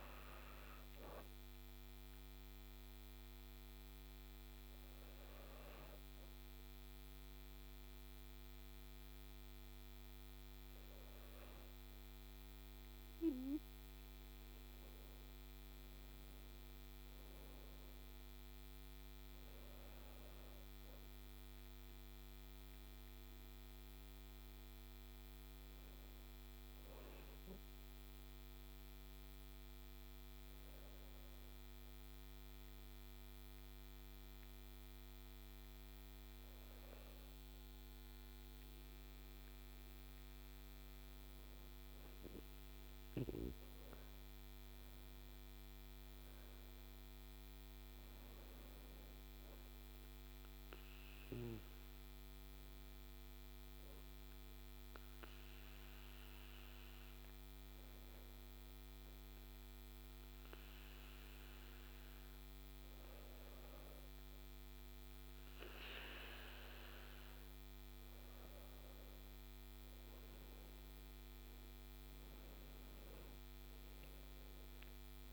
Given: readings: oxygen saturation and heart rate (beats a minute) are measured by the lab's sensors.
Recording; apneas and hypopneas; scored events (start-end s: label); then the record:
breathing in sleep, hard to hear, by a microphone on the trachea; 3
0.00-20.00 s: oxygen desaturation (device-marked, oxygen 92% lowest, heart rate 46 extreme)
1.50-15.00 s: hypopnea (oxygen 96% before, 92% lowest, heart rate 75 before, 46 extreme, up 4 after)
19.00-23.00 s: arousal
25.50-40.00 s: hypopnea (oxygen 96% before, 95% lowest, heart rate 62 before, 47 extreme, up 17 after)
41.50-46.00 s: arousal
56.50-67.50 s: hypopnea (oxygen 96% before, 95% lowest, heart rate 61 before, 47 extreme)
73.00-75.33 s: arousal
From the record:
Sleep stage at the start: N2 (light sleep); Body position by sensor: on the back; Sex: female